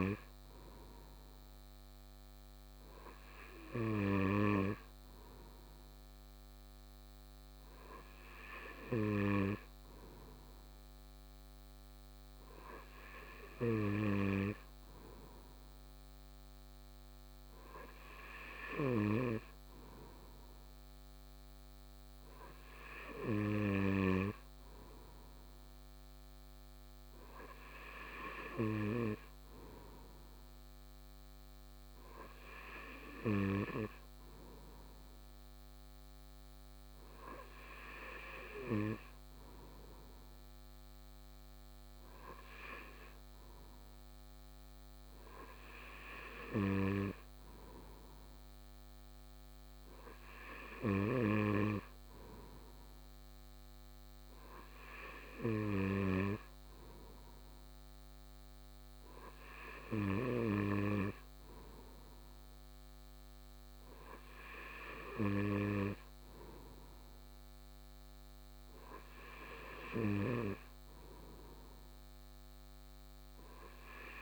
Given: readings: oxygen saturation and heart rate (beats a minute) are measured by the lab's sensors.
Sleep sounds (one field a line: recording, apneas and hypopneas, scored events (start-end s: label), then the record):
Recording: breathing in sleep by a microphone on the trachea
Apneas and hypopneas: none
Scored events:
none scored
From the record:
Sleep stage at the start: N2 (light sleep)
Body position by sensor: on the right side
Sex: male